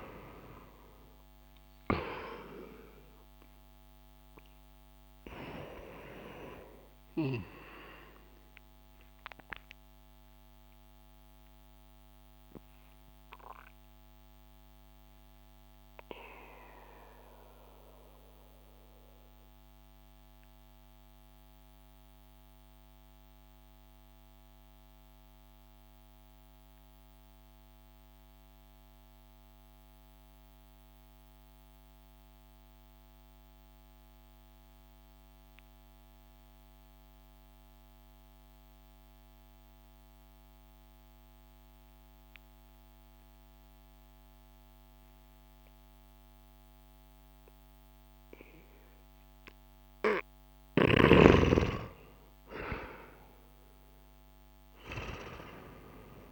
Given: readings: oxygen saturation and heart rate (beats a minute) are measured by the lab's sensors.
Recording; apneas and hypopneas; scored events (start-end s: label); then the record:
breathing in sleep by a microphone on the trachea; 1
0.00-28.00 s: oxygen desaturation (device-marked, oxygen 87% lowest)
10.00-50.00 s: mixed apnea (oxygen 96% before, 87% lowest)
47.00-56.32 s: oxygen desaturation (device-marked, oxygen 97% before, 88% lowest)
53.00-56.32 s: arousal
From the record:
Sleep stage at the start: N2 (light sleep); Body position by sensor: on the back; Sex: male